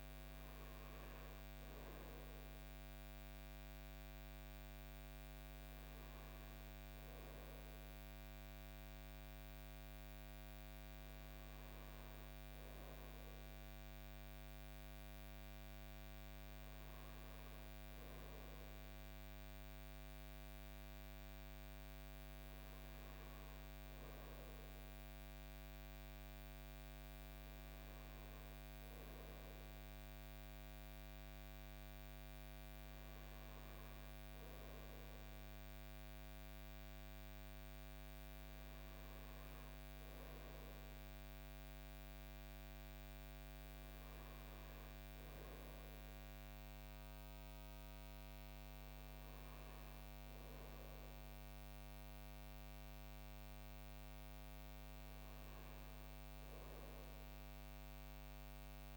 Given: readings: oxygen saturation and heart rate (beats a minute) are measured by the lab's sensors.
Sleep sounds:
breathing in sleep, hard to hear, by a microphone on the trachea; none
none scored
From the record:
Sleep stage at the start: N2 (light sleep); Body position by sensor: on the front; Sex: male

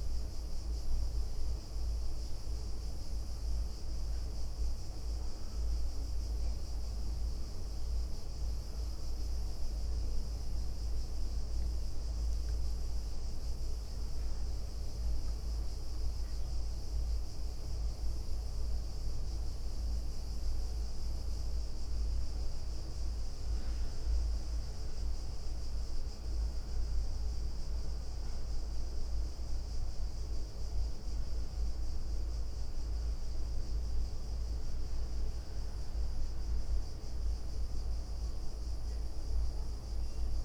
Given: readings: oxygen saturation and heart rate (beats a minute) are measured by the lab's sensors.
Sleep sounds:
breathing in sleep, hard to hear, by a room microphone; 1
1.00-3.00 s: leg movement (device-marked)
5.50-16.50 s: hypopnea (oxygen 97% before, 94% lowest, heart rate 73 before, 70 extreme, up 1 after)
6.00-13.00 s: leg movement (device-marked)
16.00-19.00 s: leg movement (device-marked)
18.50-22.00 s: arousal
19.50-24.00 s: leg movement (device-marked)
From the record:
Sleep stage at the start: N2 (light sleep); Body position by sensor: on the right side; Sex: female

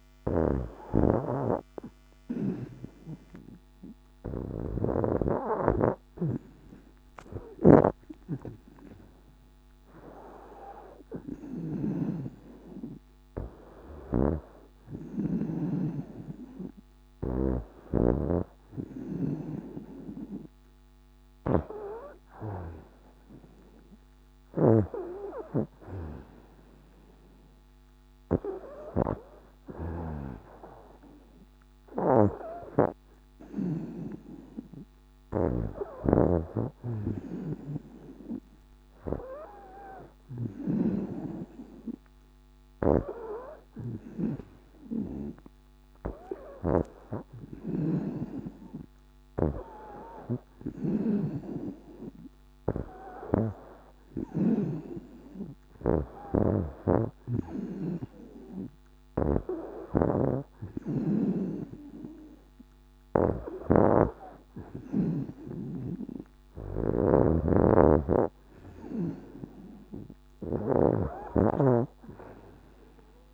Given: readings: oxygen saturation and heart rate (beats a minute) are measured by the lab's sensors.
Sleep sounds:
breathing in sleep by a microphone on the trachea; none
0.00-11.50 s: snoring (device-marked)
13.50-33.50 s: snoring (device-marked)
35.50-44.00 s: snoring (device-marked)
46.00-70.50 s: snoring (device-marked)
From the record:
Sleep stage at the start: N2 (light sleep); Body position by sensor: on the back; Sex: female

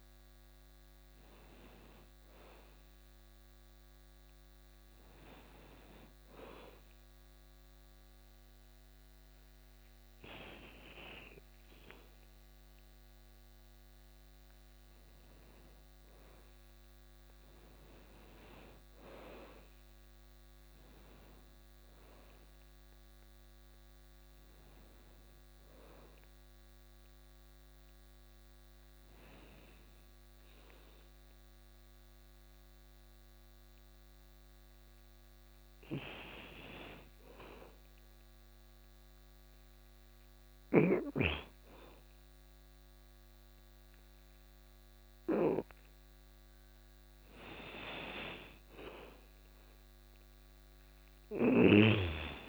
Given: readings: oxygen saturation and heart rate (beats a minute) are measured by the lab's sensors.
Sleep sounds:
breathing in sleep by a microphone on the trachea; 2
0.00-3.50 s: oxygen desaturation (device-marked, oxygen 84% lowest, heart rate 29 extreme)
4.00-16.00 s: hypopnea (oxygen 97% before, 91% lowest, heart rate 126 before, 29 extreme)
17.50-21.50 s: arousal
21.50-33.50 s: oxygen desaturation (device-marked, oxygen 97% before, 93% lowest, heart rate 76 before, 66 extreme)
26.50-38.50 s: hypopnea (oxygen 99% before, 91% lowest, heart rate 76 before, 78 extreme, up 43 after)
41.00-44.00 s: arousal
43.50-52.49 s: oxygen desaturation (device-marked, oxygen 97% before, 91% lowest, heart rate 95 before, 91 extreme)
From the record:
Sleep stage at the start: REM sleep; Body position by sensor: on the back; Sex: female

